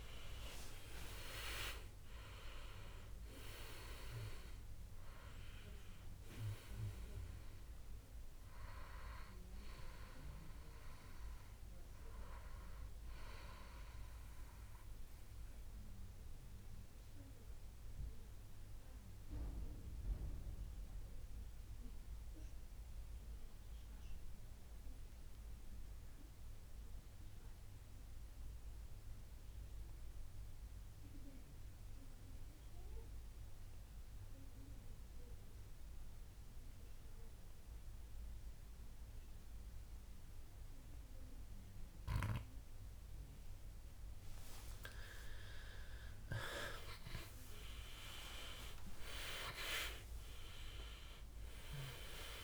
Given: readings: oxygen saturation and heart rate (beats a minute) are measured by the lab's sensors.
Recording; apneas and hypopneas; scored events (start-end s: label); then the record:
breathing in sleep by a room microphone; 1
0.00-1.00 s: arousal
0.00-24.00 s: oxygen desaturation (device-marked, oxygen 91% lowest, heart rate 58 extreme)
15.50-44.50 s: mixed apnea (oxygen 98% before, 90% lowest, heart rate 75 before, 58 extreme, up 21 after)
46.00-49.50 s: arousal
46.00-52.44 s: oxygen desaturation (device-marked, oxygen 98% before, 90% lowest, heart rate 62 before, 58 extreme)
From the record:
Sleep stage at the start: N2 (light sleep); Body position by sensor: on the back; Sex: male